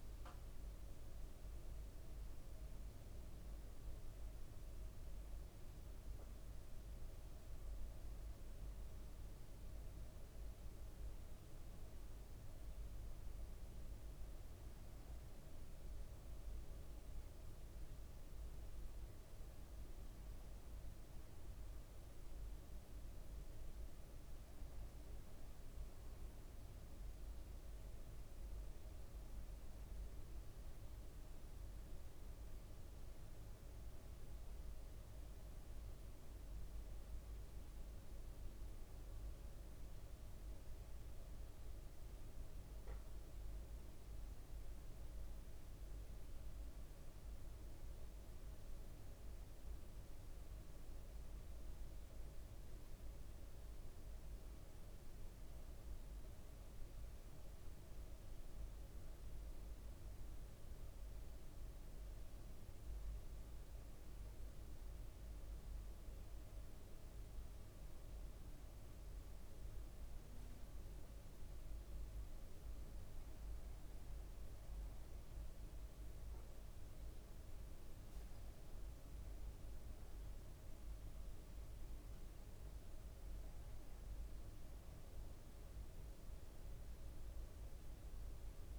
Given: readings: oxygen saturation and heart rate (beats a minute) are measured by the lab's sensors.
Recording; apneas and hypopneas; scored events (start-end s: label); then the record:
breathing in sleep, hard to hear, by a room microphone; none
70.00-72.50 s: leg movement (device-marked)
From the record:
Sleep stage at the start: N1 (lightest sleep); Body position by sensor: on the right side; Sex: male